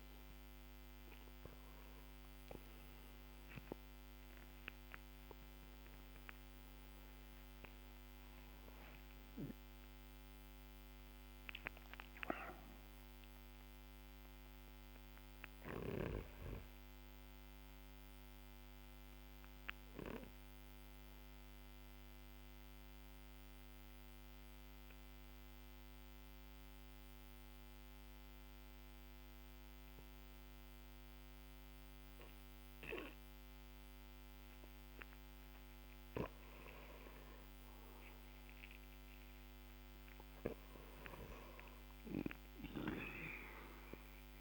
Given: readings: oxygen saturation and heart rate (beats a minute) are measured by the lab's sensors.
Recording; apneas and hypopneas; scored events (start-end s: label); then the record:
breathing in sleep by a microphone on the trachea; 1
11.50-15.50 s: arousal
18.50-34.50 s: obstructive apnea (oxygen 97% before, 90% lowest, heart rate 63 before, 49 extreme, up 12 after)
36.50-40.00 s: arousal
41.00-44.41 s: oxygen desaturation (device-marked, oxygen 96% before, 90% lowest, heart rate 59 before, 46 extreme)
From the record:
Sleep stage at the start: N2 (light sleep); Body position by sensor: on the back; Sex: male